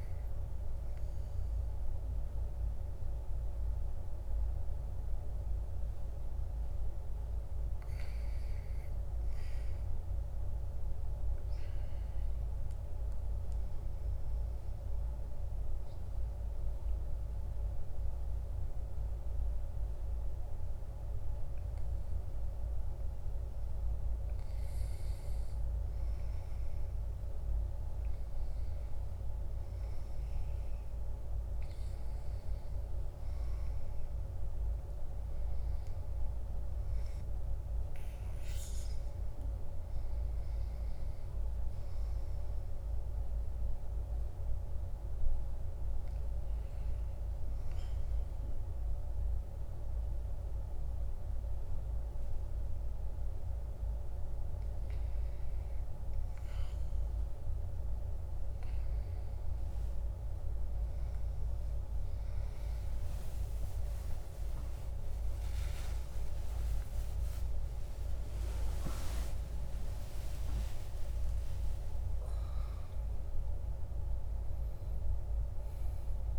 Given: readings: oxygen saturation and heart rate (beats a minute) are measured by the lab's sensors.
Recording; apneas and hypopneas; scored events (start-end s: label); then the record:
breathing in sleep, hard to hear, by a room microphone; 2
14.00-24.50 s: obstructive apnea (oxygen 97% before, 95% lowest, heart rate 58 before, 50 extreme, up 11 after)
27.00-30.50 s: arousal
43.00-54.50 s: obstructive apnea (oxygen 97% before, 95% lowest, heart rate 59 before, 54 extreme, up 27 after)
63.50-69.00 s: arousal
From the record:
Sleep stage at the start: REM sleep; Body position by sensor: on the back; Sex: male